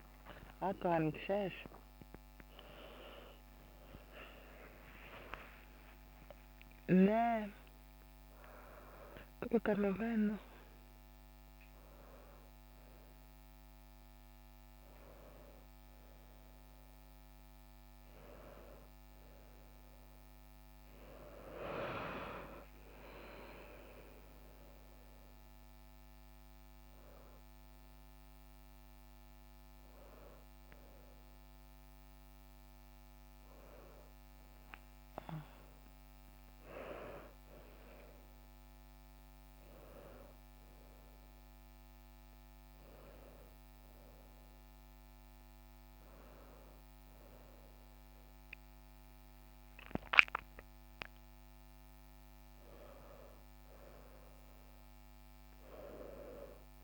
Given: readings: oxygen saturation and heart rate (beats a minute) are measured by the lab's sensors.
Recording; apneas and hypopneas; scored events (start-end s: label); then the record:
a person awake in a sleep study, by a microphone on the trachea; none
none scored
From the record:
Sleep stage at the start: awake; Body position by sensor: on the right side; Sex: female